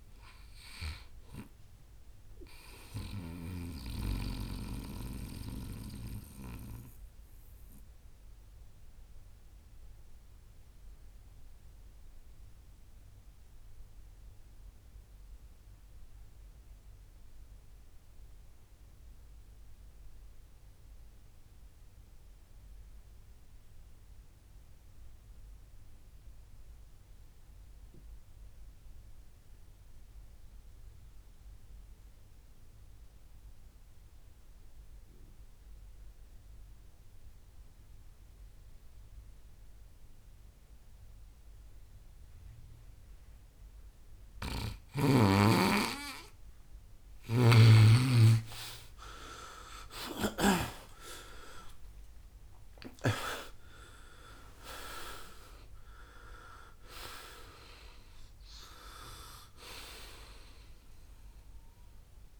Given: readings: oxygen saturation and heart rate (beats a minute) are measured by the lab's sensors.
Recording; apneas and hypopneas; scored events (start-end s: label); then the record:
breathing in sleep by a room microphone; 1
0.00-19.00 s: oxygen desaturation (device-marked, oxygen 87% lowest, heart rate 58 extreme)
3.00-44.50 s: mixed apnea (oxygen 98% before, 87% lowest, heart rate 72 before, 58 extreme, up 24 after)
5.00-7.00 s: long interval between heartbeats (device-marked, heart rate 74 before, 79 extreme)
19.50-21.50 s: long interval between heartbeats (device-marked, heart rate 70 before, 65 extreme)
39.00-62.40 s: oxygen desaturation (device-marked, oxygen 97% before, 87% lowest, heart rate 66 before, 57 extreme)
43.50-45.50 s: long interval between heartbeats (device-marked, heart rate 65 before, 64 extreme)
47.50-51.00 s: arousal
From the record:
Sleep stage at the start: N2 (light sleep); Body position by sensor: on the right side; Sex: male